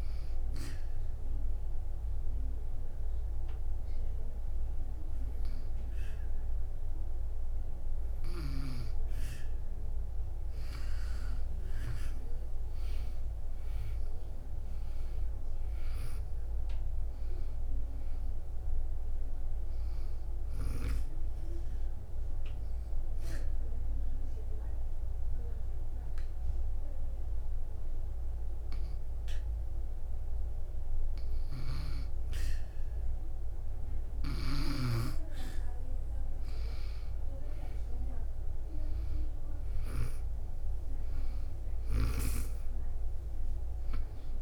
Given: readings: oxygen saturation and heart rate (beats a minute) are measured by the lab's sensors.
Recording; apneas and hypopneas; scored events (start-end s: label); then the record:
breathing in sleep by a room microphone; 2
0.50-10.50 s: obstructive apnea (oxygen 97% before, 92% lowest, heart rate 66 before, 55 extreme, up 1 after)
4.00-18.00 s: oxygen desaturation (device-marked, oxygen 97% before, 92% lowest, heart rate 67 before, 55 extreme)
14.00-18.50 s: arousal
23.00-33.00 s: obstructive apnea (oxygen 97% before, 93% lowest, heart rate 64 before, 62 extreme, up 5 after)
36.50-41.00 s: arousal
From the record:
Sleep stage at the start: N2 (light sleep); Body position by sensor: on the back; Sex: female